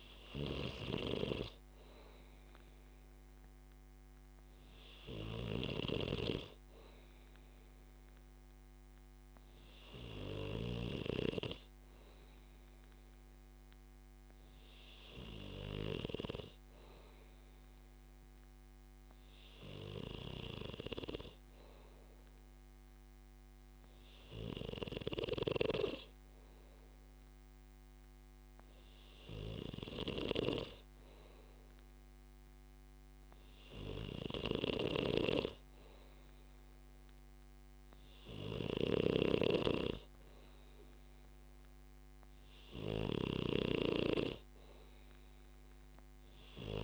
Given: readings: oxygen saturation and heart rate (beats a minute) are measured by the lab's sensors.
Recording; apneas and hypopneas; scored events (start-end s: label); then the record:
breathing in sleep by a microphone on the trachea; none
35.00-46.84 s: snoring (device-marked)
From the record:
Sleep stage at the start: N2 (light sleep); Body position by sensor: on the back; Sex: male